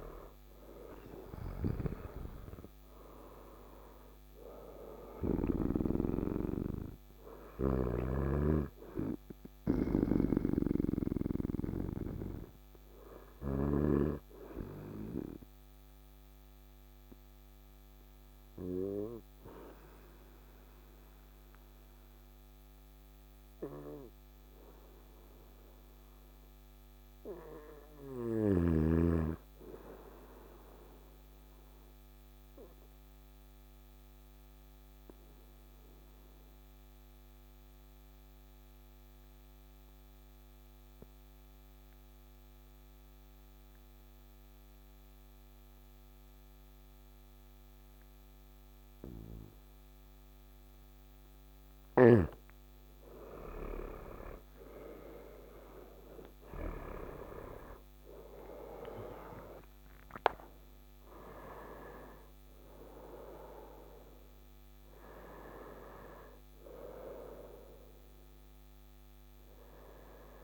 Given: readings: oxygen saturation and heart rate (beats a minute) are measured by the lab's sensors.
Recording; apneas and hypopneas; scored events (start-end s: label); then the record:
breathing in sleep by a microphone on the trachea; 1
0.00-1.50 s: arousal
0.00-2.50 s: oxygen desaturation (device-marked, oxygen 96% lowest, heart rate 55 extreme)
7.50-13.50 s: snoring (device-marked)
15.50-49.50 s: obstructive apnea (oxygen 99% before, 92% lowest, heart rate 63 before, 54 extreme, up 9 after)
43.50-66.50 s: oxygen desaturation (device-marked, oxygen 99% before, 92% lowest, heart rate 55 before, 55 extreme)
52.50-57.50 s: arousal
From the record:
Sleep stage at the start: N2 (light sleep); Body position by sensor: on the right side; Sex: male